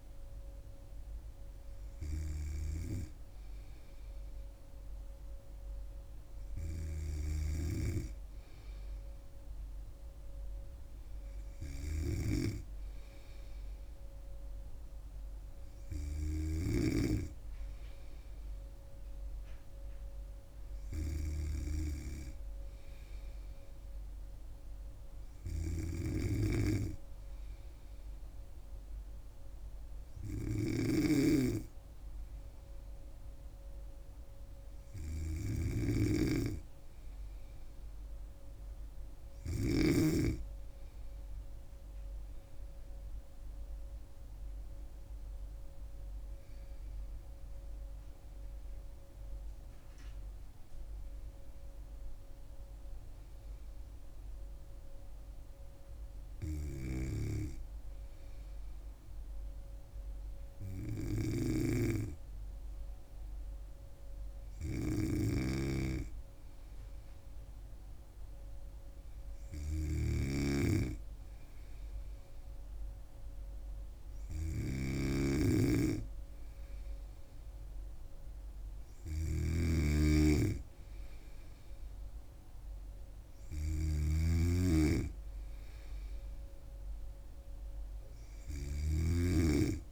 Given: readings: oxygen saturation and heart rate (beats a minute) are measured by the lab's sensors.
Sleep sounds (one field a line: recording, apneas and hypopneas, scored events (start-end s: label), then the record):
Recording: breathing in sleep by a room microphone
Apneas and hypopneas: 2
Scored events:
7.50-16.50 s: snoring (device-marked)
24.50-37.00 s: hypopnea (oxygen 97% before, 95% lowest, heart rate 70 before, 68 extreme, up 7 after)
25.50-40.00 s: snoring (device-marked)
45.50-49.00 s: arousal
55.50-68.50 s: hypopnea (oxygen 97% before, 95% lowest, heart rate 74 before, 70 extreme, up 0 after)
57.00-89.92 s: snoring (device-marked)
71.50-75.00 s: arousal
From the record:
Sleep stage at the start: N2 (light sleep)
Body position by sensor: on the back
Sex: female